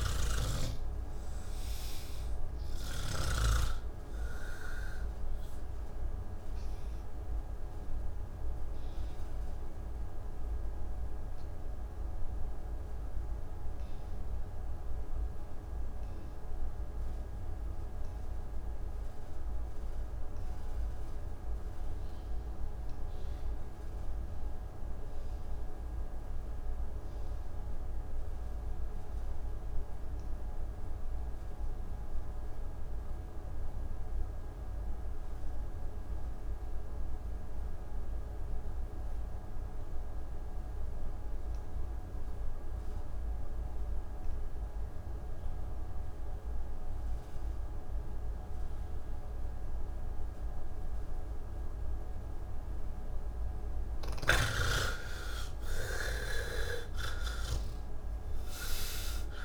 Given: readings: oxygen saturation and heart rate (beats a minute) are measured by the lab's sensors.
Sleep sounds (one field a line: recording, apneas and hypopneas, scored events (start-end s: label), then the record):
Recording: breathing in sleep by a room microphone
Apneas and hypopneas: 1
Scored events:
0.00-3.50 s: snoring (device-marked)
0.00-18.00 s: oxygen desaturation (device-marked, oxygen 71% lowest, heart rate 70 extreme)
5.00-52.50 s: obstructive apnea (oxygen 98% before, 66% lowest, heart rate 140 before, 57 extreme, up 48 after)
27.00-59.44 s: oxygen desaturation (device-marked, oxygen 98% before, 66% lowest, heart rate 137 before, 57 extreme)
From the record:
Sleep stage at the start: N3 (deep sleep)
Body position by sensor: on the back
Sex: male